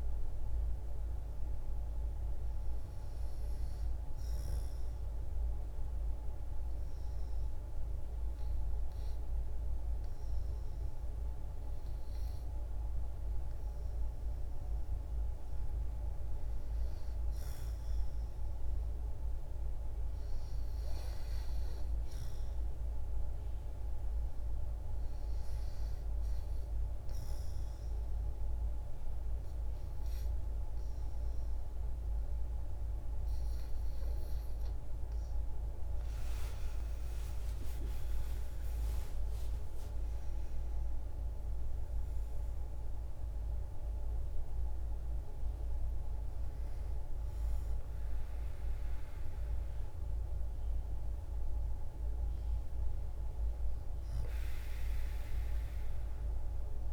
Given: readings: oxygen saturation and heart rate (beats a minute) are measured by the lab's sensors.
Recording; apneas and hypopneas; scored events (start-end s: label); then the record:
breathing in sleep, hard to hear, by a room microphone; 2
0.00-19.00 s: oxygen desaturation (device-marked, oxygen 90% lowest, heart rate 62 extreme)
4.00-14.50 s: obstructive apnea (oxygen 95% before, 89% lowest, heart rate 62 before, 64 extreme, up 2 after)
15.50-18.50 s: arousal
22.00-34.50 s: hypopnea (oxygen 94% before, 89% lowest, heart rate 64 before, 62 extreme, up 9 after)
35.50-39.00 s: arousal
From the record:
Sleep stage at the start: REM sleep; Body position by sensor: on the back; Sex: female